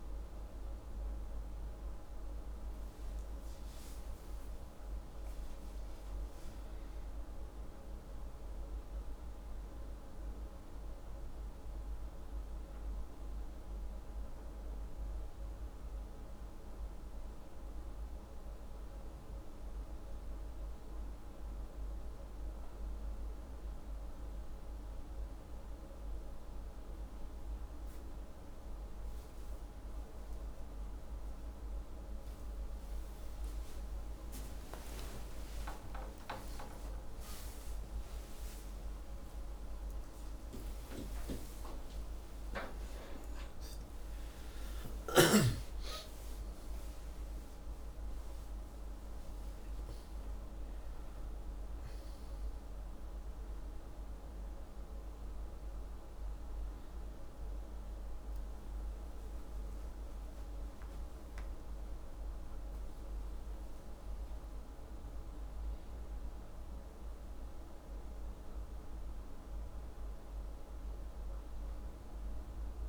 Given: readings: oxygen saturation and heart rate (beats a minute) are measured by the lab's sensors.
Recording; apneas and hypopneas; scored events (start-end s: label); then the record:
breathing in sleep, hard to hear, by a room microphone; none
4.00-8.00 s: arousal
34.50-43.00 s: arousal
From the record:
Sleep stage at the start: N1 (lightest sleep); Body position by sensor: upright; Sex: male